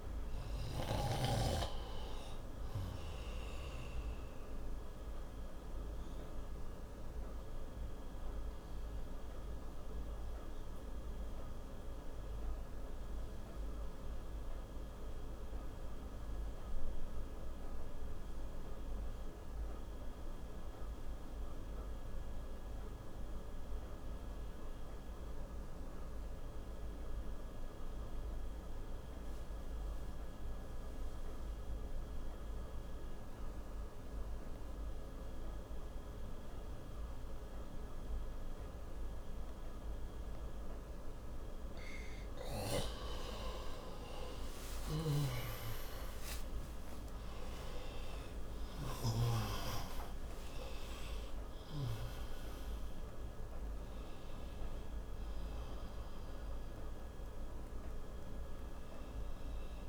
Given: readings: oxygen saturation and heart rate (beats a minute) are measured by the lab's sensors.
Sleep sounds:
breathing in sleep by a room microphone; 1
0.00-23.00 s: oxygen desaturation (device-marked, oxygen 90% lowest, heart rate 54 extreme)
4.50-41.00 s: obstructive apnea (oxygen 98% before, 89% lowest, heart rate 66 before, 54 extreme, up 33 after)
43.50-49.50 s: arousal
From the record:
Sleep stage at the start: N2 (light sleep); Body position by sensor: on the right side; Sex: male

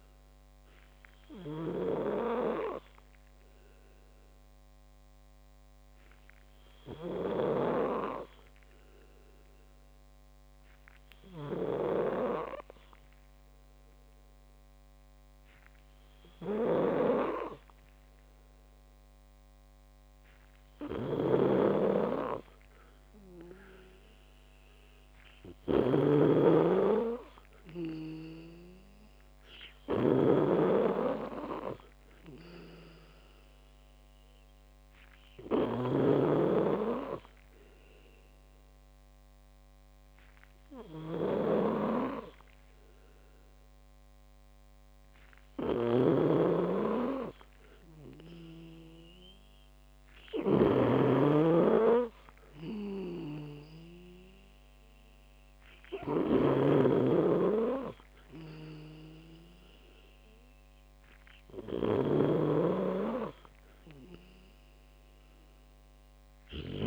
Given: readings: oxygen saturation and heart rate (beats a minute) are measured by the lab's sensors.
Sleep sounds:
breathing in sleep by a microphone on the trachea; 1
0.00-2.50 s: arousal
0.00-66.87 s: snoring (device-marked)
7.00-24.50 s: obstructive apnea (oxygen 96% before, 91% lowest)
16.50-28.50 s: oxygen desaturation (device-marked, oxygen 96% before, 92% lowest)
28.50-34.00 s: arousal
From the record:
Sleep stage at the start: N2 (light sleep); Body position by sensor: on the back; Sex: male

